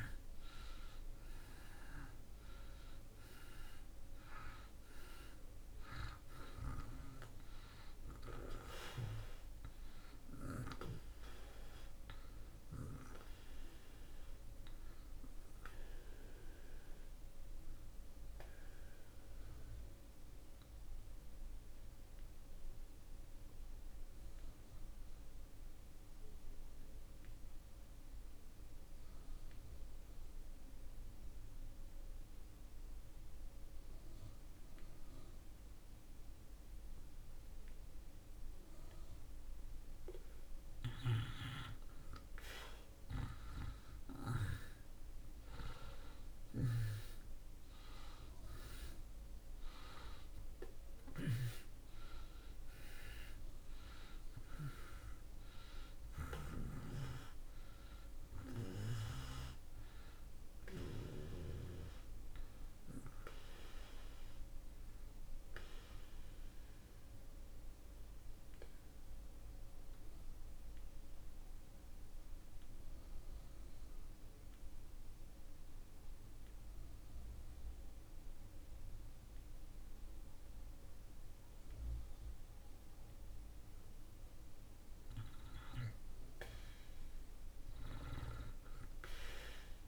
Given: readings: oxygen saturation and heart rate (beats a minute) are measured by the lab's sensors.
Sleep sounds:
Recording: breathing in sleep by a room microphone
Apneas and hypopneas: 2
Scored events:
0.00-26.50 s: oxygen desaturation (device-marked, oxygen 76% lowest)
17.50-38.50 s: obstructive apnea (oxygen 96% before, 78% lowest)
42.50-48.00 s: arousal
43.50-76.50 s: oxygen desaturation (device-marked, oxygen 96% before, 79% lowest)
64.50-83.00 s: obstructive apnea (oxygen 96% before, 80% lowest)
From the record:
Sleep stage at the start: N2 (light sleep)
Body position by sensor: on the back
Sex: male

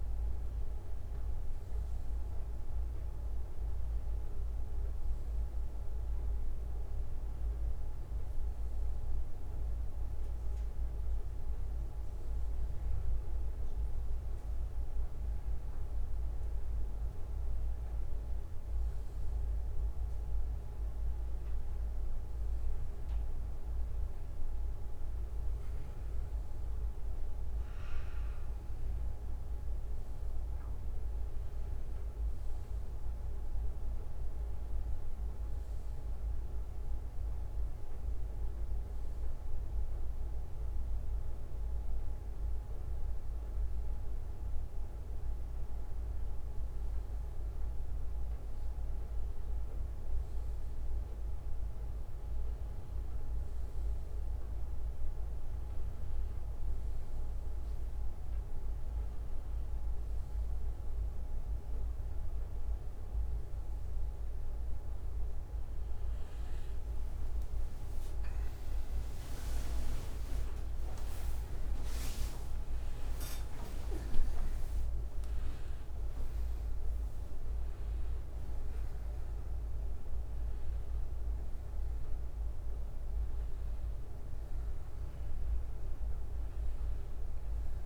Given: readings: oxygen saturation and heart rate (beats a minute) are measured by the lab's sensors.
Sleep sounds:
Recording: breathing in sleep, hard to hear, by a room microphone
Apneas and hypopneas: none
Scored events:
34.00-36.00 s: bradycardia (device-marked, heart rate 63 before, 60 extreme)
38.00-40.00 s: bradycardia (device-marked, heart rate 63 before, 59 extreme)
68.00-73.00 s: arousal
From the record:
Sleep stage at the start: N1 (lightest sleep)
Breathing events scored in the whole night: 228 in 4.2 hours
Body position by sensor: on the back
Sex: male

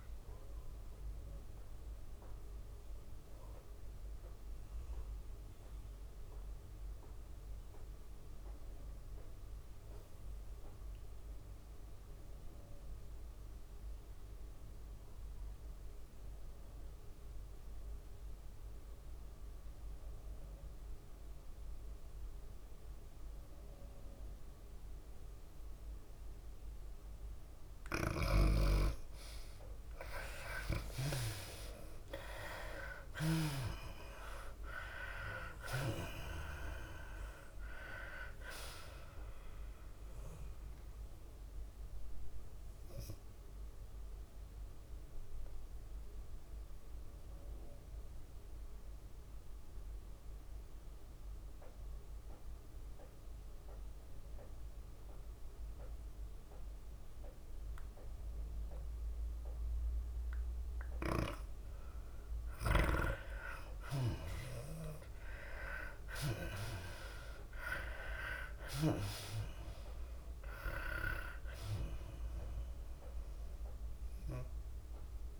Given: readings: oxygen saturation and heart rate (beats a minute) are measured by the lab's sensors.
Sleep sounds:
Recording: breathing in sleep by a room microphone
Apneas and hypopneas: 2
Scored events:
0.00-2.00 s: tachycardia (device-marked, heart rate 104 extreme)
0.00-7.00 s: drop in pulse transit time (device-marked, heart rate 100 extreme)
0.00-14.00 s: oxygen desaturation (device-marked, oxygen 82% lowest, heart rate 94 extreme)
1.50-28.00 s: mixed apnea (oxygen 98% before, 79% lowest, heart rate 100 before, 94 extreme, up 8 after)
26.00-54.00 s: oxygen desaturation (device-marked, oxygen 98% before, 79% lowest, heart rate 97 before, 95 extreme)
28.50-34.00 s: snoring (device-marked)
31.00-35.50 s: arousal
31.00-45.00 s: tachycardia (device-marked, heart rate 102 before, 108 extreme)
33.00-52.00 s: drop in pulse transit time (device-marked, heart rate 96 before, 99 extreme)
43.50-63.00 s: mixed apnea (oxygen 98% before, 79% lowest, heart rate 100 before, 95 extreme, up 8 after)
64.00-75.40 s: tachycardia (device-marked, heart rate 102 before, 105 extreme)
64.50-68.00 s: arousal
65.00-75.40 s: oxygen desaturation (device-marked, oxygen 99% before, 83% lowest, heart rate 98 before, 96 extreme)
69.00-75.40 s: drop in pulse transit time (device-marked, heart rate 98 before, 102 extreme)
From the record:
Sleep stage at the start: N2 (light sleep)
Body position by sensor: on the left side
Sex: female

